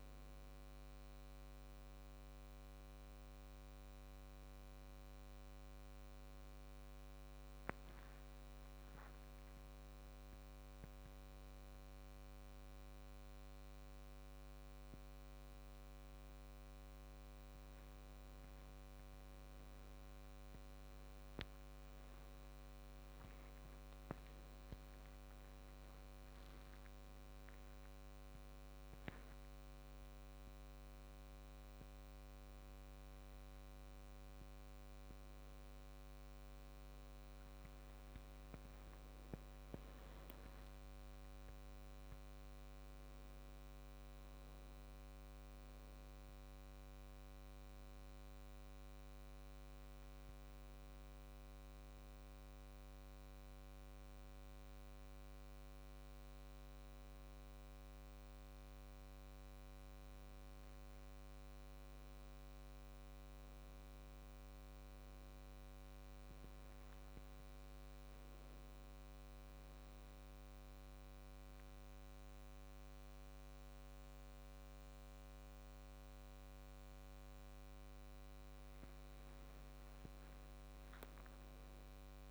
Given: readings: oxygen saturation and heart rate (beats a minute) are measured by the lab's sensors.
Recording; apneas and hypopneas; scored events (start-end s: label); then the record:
breathing in sleep, hard to hear, by a microphone on the trachea; 1
41.50-45.00 s: arousal
50.00-62.00 s: hypopnea (oxygen 95% before, 91% lowest, heart rate 78 before, 74 extreme, up 0 after)
66.50-69.50 s: arousal
67.50-82.31 s: oxygen desaturation (device-marked, oxygen 97% before, 92% lowest, heart rate 77 before, 74 extreme)
From the record:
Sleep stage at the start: N2 (light sleep); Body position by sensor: on the back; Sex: male